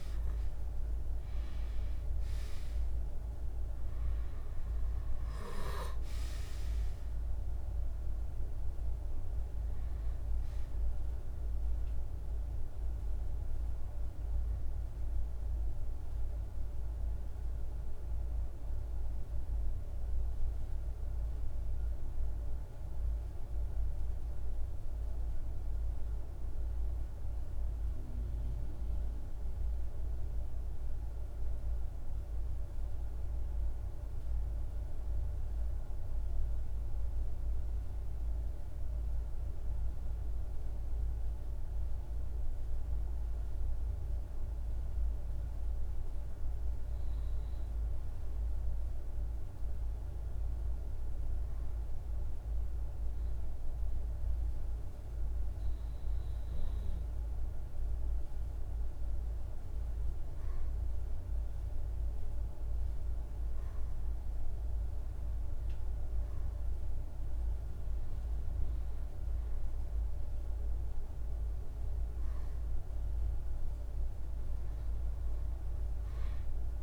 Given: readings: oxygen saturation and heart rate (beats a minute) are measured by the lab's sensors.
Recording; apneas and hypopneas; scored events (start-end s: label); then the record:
breathing in sleep, hard to hear, by a room microphone; 1
0.00-27.00 s: oxygen desaturation (device-marked, oxygen 91% lowest, heart rate 48 extreme)
21.50-49.00 s: obstructive apnea (oxygen 97% before, 91% lowest, heart rate 53 before, 48 extreme, up 1 after)
47.00-76.83 s: oxygen desaturation (device-marked, oxygen 99% before, 91% lowest, heart rate 49 before, 49 extreme)
50.50-55.50 s: arousal
From the record:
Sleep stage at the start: REM sleep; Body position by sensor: on the back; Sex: male